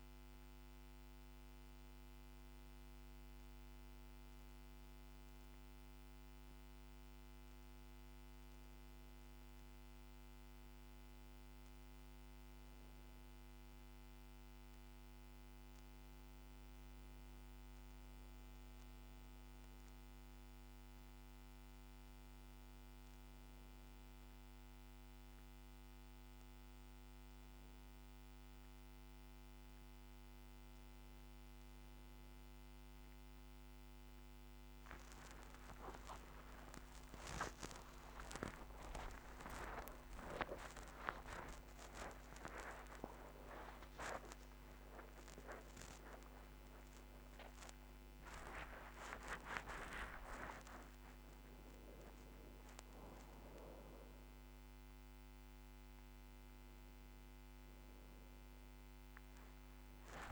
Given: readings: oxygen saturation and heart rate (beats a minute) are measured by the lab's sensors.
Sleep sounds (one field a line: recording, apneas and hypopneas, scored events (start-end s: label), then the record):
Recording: a person awake in a sleep study, by a microphone on the trachea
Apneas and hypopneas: none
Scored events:
none scored
From the record:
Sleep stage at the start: awake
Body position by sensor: on the back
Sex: female